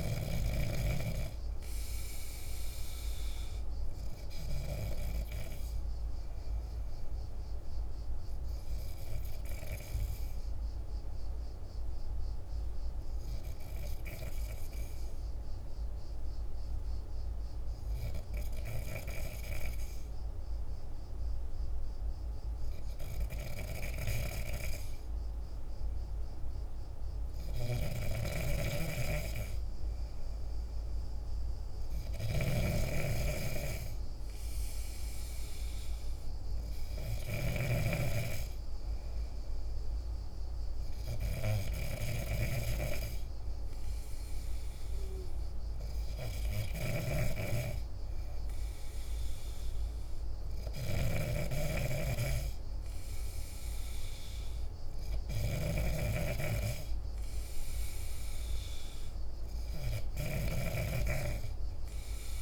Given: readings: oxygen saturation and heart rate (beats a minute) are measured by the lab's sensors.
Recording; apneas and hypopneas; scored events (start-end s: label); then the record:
breathing in sleep by a room microphone; 1
0.00-17.50 s: oxygen desaturation (device-marked, oxygen 92% lowest, heart rate 48 extreme)
13.00-23.50 s: hypopnea (oxygen 97% before, 94% lowest, heart rate 51 before, 49 extreme, up 3 after)
24.50-29.00 s: arousal
27.50-60.00 s: snoring (device-marked)
From the record:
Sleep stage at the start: N2 (light sleep); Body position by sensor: on the back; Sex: male